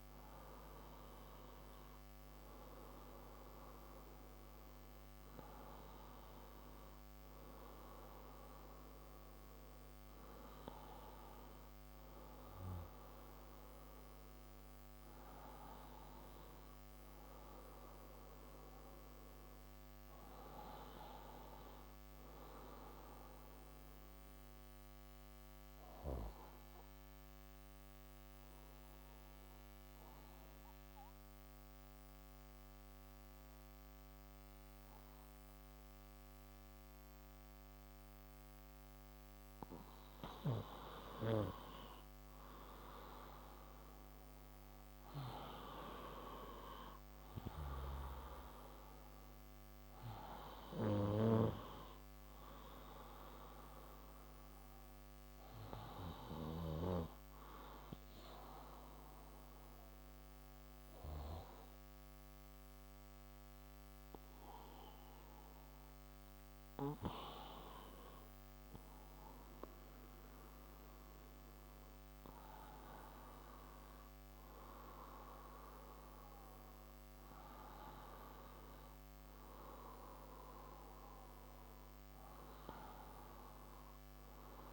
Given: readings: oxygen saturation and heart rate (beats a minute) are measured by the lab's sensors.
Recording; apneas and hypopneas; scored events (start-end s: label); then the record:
breathing in sleep by a microphone on the trachea; 2
0.00-13.50 s: oxygen desaturation (device-marked, oxygen 91% lowest)
15.00-19.00 s: arousal
24.00-39.50 s: obstructive apnea (oxygen 96% before, 90% lowest)
43.00-47.50 s: arousal
46.50-69.50 s: oxygen desaturation (device-marked, oxygen 95% before, 90% lowest)
55.00-67.50 s: obstructive apnea (oxygen 96% before, 90% lowest)
69.50-74.50 s: arousal
From the record:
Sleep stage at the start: N2 (light sleep); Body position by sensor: on the left side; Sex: male